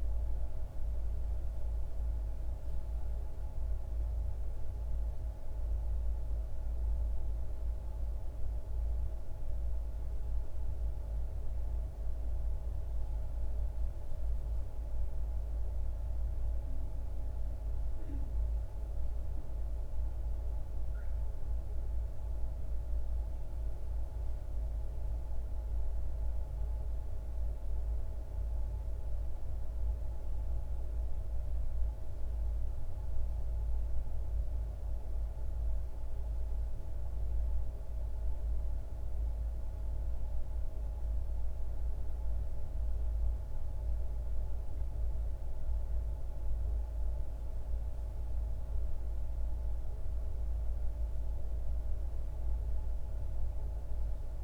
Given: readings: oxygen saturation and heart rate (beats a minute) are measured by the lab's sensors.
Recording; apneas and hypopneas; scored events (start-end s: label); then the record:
a person awake in a sleep study, hard to hear, by a room microphone; none
none scored
From the record:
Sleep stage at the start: awake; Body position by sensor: on the back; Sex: male